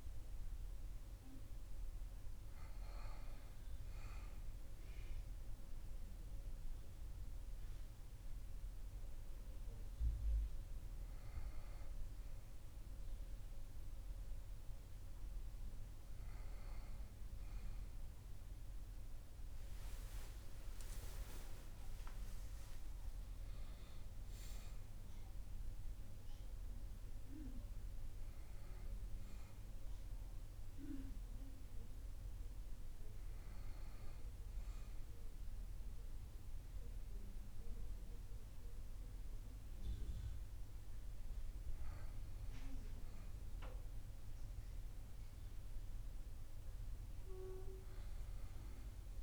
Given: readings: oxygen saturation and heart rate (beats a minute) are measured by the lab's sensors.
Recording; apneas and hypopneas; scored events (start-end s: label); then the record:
breathing in sleep by a room microphone; none
none scored
From the record:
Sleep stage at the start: REM sleep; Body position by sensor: on the back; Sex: male